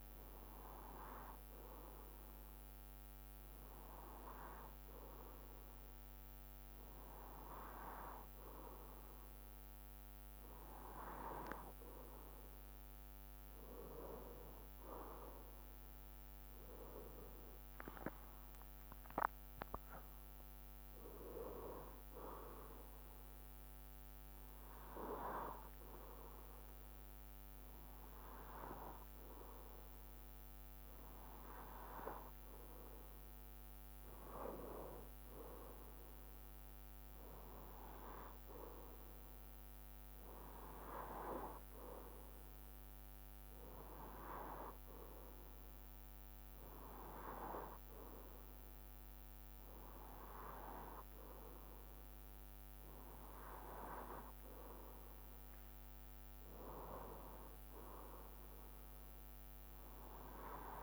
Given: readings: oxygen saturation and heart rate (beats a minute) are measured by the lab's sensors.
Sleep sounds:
breathing in sleep by a microphone on the trachea; none
0.00-14.00 s: bradycardia (device-marked, heart rate 48 extreme)
16.00-26.00 s: drop in pulse transit time (device-marked, heart rate 55 before, 53 extreme)
20.00-52.00 s: bradycardia (device-marked, heart rate 59 before, 47 extreme)
55.00-57.00 s: long interval between heartbeats (device-marked, heart rate 52 before, 65 extreme)
59.00-60.83 s: bradycardia (device-marked, heart rate 58 before, 49 extreme)
From the record:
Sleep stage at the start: N2 (light sleep); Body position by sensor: on the left side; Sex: male

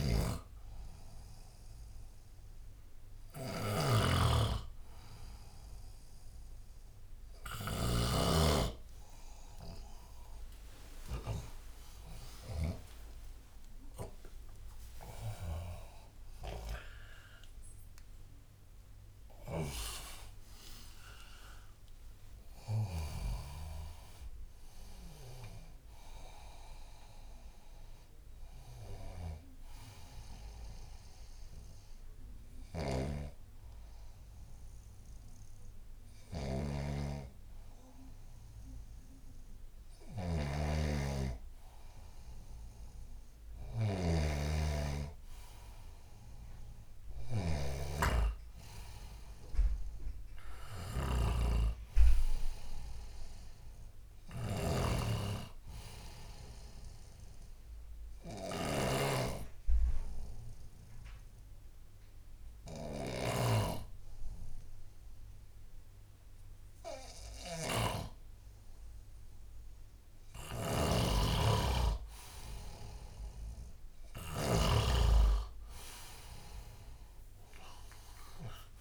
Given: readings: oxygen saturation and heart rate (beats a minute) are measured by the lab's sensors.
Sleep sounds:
breathing in sleep by a room microphone; 1
0.00-8.00 s: snoring (device-marked)
12.00-17.50 s: arousal
32.50-63.50 s: snoring (device-marked)
51.50-55.50 s: arousal
53.00-78.81 s: new sleep stage, N2 (light sleep)
58.00-70.00 s: obstructive apnea (oxygen 97% before, 93% lowest, heart rate 80 before, 74 extreme, up 11 after)
70.50-74.50 s: snoring (device-marked)
73.00-77.00 s: arousal
From the record:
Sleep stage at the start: N1 (lightest sleep); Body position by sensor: on the back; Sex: male

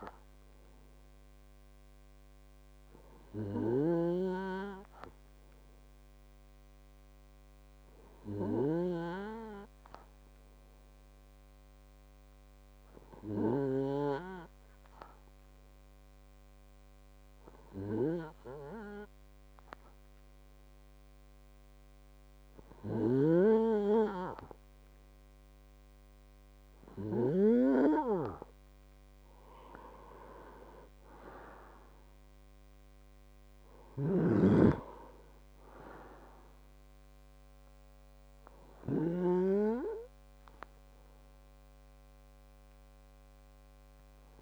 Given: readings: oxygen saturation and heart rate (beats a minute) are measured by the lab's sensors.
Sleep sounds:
breathing in sleep by a microphone on the trachea; 1
0.00-4.50 s: snoring (device-marked)
8.50-28.00 s: hypopnea (oxygen 98% before, 93% lowest, heart rate 54 before, 50 extreme, up 6 after)
26.00-44.42 s: oxygen desaturation (device-marked, oxygen 96% before, 93% lowest, heart rate 54 before, 50 extreme)
29.50-33.50 s: arousal
34.00-39.50 s: snoring (device-marked)
From the record:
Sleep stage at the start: N2 (light sleep); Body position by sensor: on the right side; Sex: male

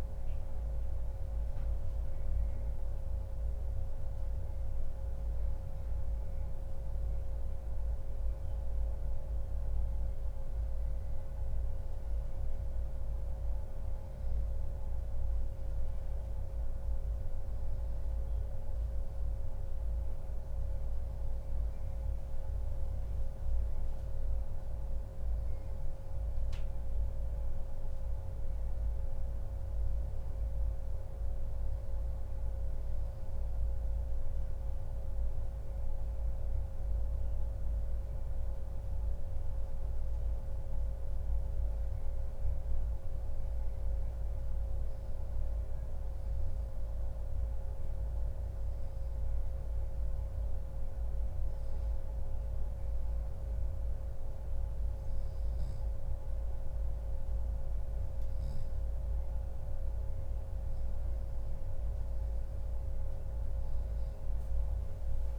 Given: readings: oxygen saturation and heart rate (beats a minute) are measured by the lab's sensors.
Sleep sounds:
breathing in sleep, hard to hear, by a room microphone; none
none scored
From the record:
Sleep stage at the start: N2 (light sleep); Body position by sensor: on the back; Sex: male

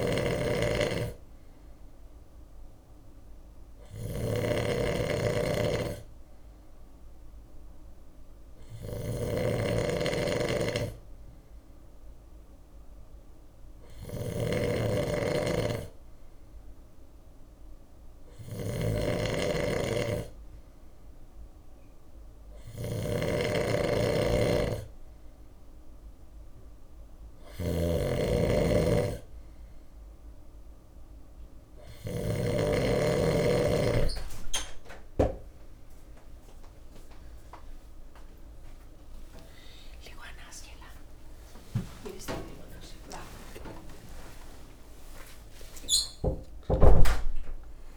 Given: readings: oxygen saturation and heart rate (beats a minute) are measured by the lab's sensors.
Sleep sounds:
breathing in sleep by a room microphone; none
0.00-31.00 s: snoring (device-marked)
0.00-34.50 s: bradycardia (device-marked, heart rate 55 extreme)
36.50-41.50 s: tachycardia (device-marked, heart rate 58 before, 117 extreme)
38.50-47.97 s: drop in pulse transit time (device-marked, heart rate 58 before, 70 extreme)
39.00-41.00 s: long interval between heartbeats (device-marked, heart rate 58 before, 96 extreme)
41.50-47.97 s: new sleep stage, awake
42.50-44.50 s: long interval between heartbeats (device-marked, heart rate 68 before, 127 extreme)
45.00-47.00 s: long interval between heartbeats (device-marked, heart rate 76 before, 97 extreme)
From the record:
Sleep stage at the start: N2 (light sleep); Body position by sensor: on the left side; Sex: male

